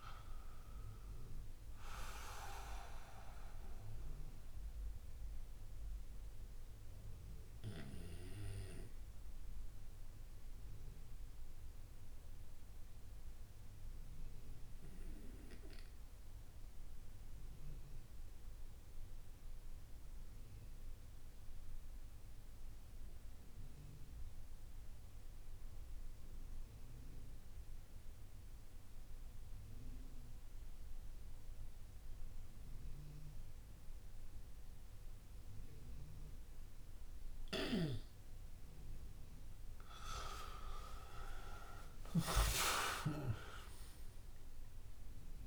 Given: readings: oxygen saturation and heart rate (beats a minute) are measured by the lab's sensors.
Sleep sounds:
breathing in sleep by a room microphone; 1
1.50-37.00 s: obstructive apnea (oxygen 95% before, 91% lowest)
31.50-45.47 s: oxygen desaturation (device-marked, oxygen 97% before, 92% lowest)
39.50-44.50 s: arousal
From the record:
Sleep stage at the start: N2 (light sleep); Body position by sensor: on the back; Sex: male

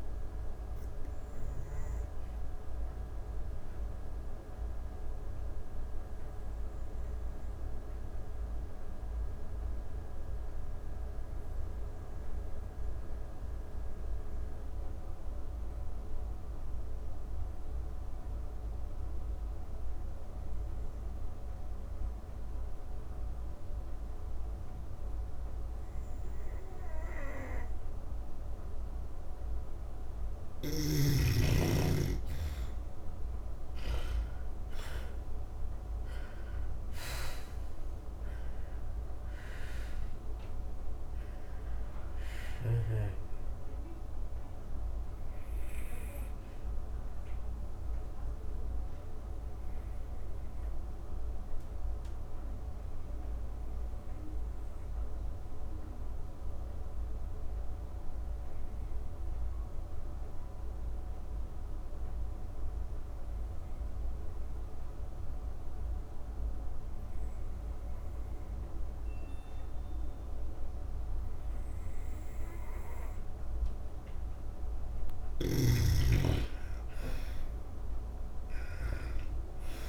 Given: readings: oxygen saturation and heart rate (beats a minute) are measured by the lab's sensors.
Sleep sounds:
breathing in sleep by a room microphone; 2
0.00-21.50 s: oxygen desaturation (device-marked, oxygen 81% lowest)
0.50-28.50 s: obstructive apnea (oxygen 97% before, 80% lowest)
32.00-37.00 s: arousal
33.50-57.50 s: oxygen desaturation (device-marked, oxygen 97% before, 80% lowest)
44.00-72.00 s: obstructive apnea (oxygen 97% before, 80% lowest)
67.50-79.89 s: oxygen desaturation (device-marked, oxygen 99% before, 84% lowest)
75.00-78.00 s: arousal
From the record:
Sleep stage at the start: N2 (light sleep); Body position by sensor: on the back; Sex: female

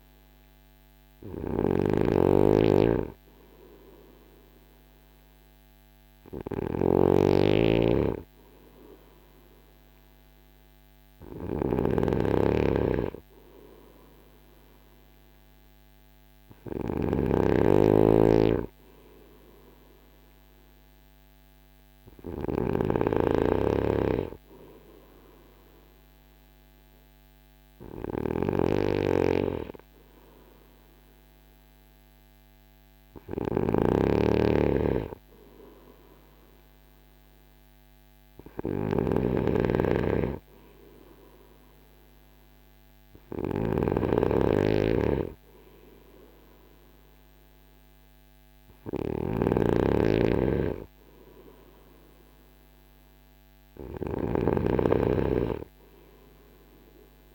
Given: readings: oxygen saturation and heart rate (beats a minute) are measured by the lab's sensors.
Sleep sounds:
breathing in sleep by a microphone on the trachea; none
0.00-57.35 s: snoring (device-marked)
From the record:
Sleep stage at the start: N3 (deep sleep); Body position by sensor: on the front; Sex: male

